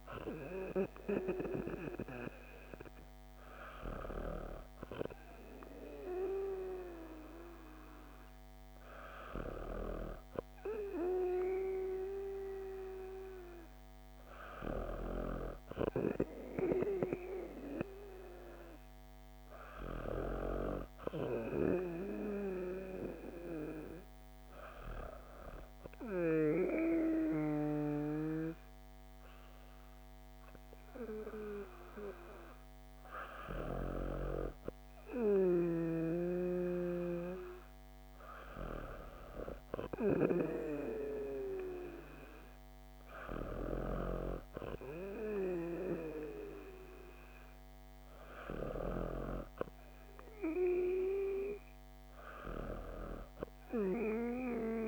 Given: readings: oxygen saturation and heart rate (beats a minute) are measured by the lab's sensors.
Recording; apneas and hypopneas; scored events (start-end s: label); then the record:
breathing in sleep by a microphone on the trachea; none
none scored
From the record:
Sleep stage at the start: N2 (light sleep); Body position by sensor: on the back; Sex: female